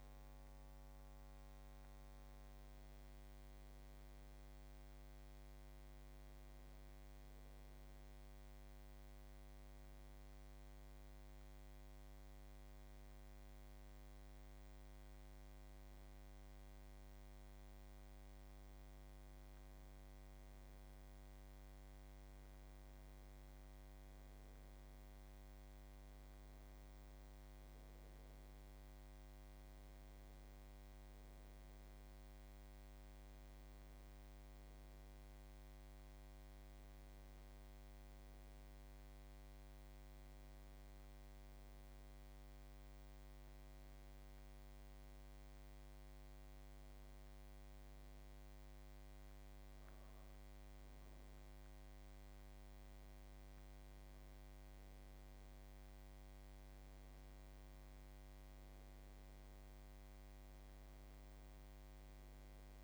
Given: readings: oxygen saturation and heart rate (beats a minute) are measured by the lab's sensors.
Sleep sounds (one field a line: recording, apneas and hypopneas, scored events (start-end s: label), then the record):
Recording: breathing in sleep, hard to hear, by a microphone on the trachea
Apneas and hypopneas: 2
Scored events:
9.50-20.50 s: hypopnea (oxygen 94% before, 90% lowest, heart rate 81 before, 80 extreme, up 4 after)
23.00-27.00 s: arousal
42.50-53.50 s: hypopnea (oxygen 93% before, 90% lowest, heart rate 83 before, 80 extreme, up 4 after)
56.00-61.00 s: arousal
From the record:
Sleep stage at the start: N1 (lightest sleep)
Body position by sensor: on the back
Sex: male